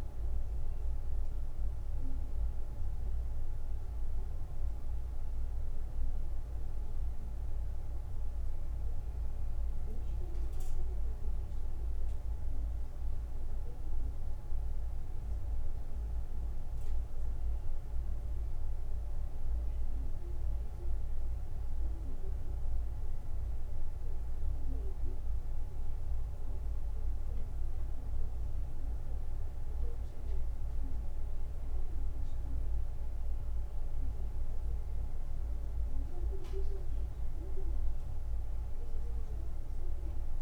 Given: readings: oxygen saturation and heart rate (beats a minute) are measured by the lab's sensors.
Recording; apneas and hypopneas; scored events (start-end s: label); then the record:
breathing in sleep, hard to hear, by a room microphone; none
none scored
From the record:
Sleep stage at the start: N1 (lightest sleep); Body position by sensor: on the back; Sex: male